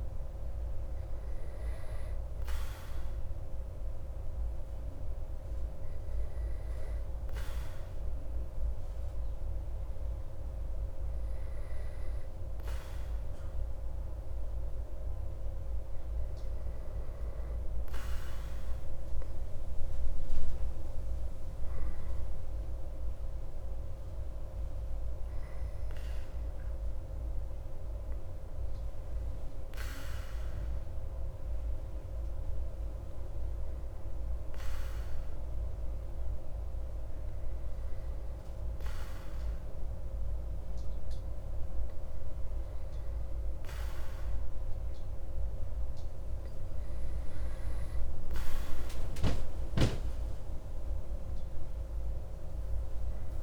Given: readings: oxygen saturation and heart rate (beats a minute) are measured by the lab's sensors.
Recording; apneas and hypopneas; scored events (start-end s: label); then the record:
breathing in sleep, hard to hear, by a room microphone; 2
4.00-17.50 s: hypopnea (oxygen 96% before, 93% lowest)
19.00-23.50 s: arousal
33.00-49.00 s: hypopnea (oxygen 96% before, 94% lowest)
51.00-53.43 s: arousal
From the record:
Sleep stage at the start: N2 (light sleep); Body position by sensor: on the back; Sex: male